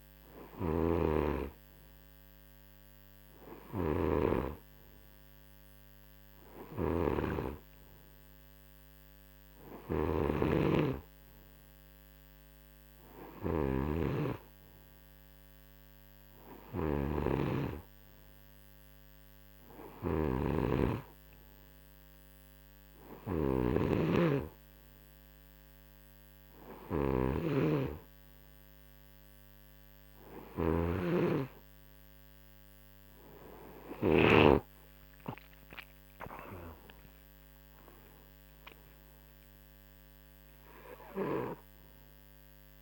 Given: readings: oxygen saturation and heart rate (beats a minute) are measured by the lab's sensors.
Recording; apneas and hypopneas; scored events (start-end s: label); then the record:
breathing in sleep by a microphone on the trachea; none
0.00-34.00 s: snoring (device-marked)
From the record:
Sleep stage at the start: N2 (light sleep); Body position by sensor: on the right side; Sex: male